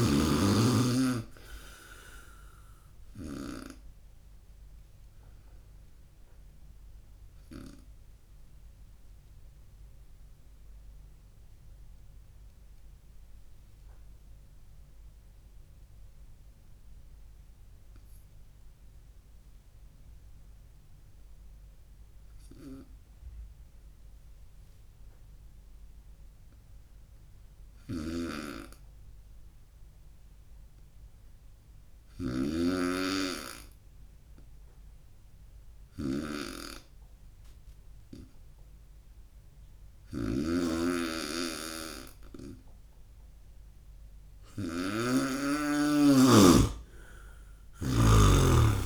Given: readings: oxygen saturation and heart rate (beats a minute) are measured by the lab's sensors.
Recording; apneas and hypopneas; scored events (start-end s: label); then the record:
breathing in sleep by a room microphone; 1
0.00-3.50 s: snoring (device-marked)
6.50-42.50 s: obstructive apnea (oxygen 98% before, 92% lowest, heart rate 69 before, 60 extreme, up 9 after)
18.50-26.50 s: oxygen desaturation (device-marked, oxygen 96% before, 92% lowest, heart rate 70 before, 64 extreme)
27.50-48.86 s: snoring (device-marked)
47.00-48.86 s: arousal
From the record:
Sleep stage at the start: N2 (light sleep); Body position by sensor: on the right side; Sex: male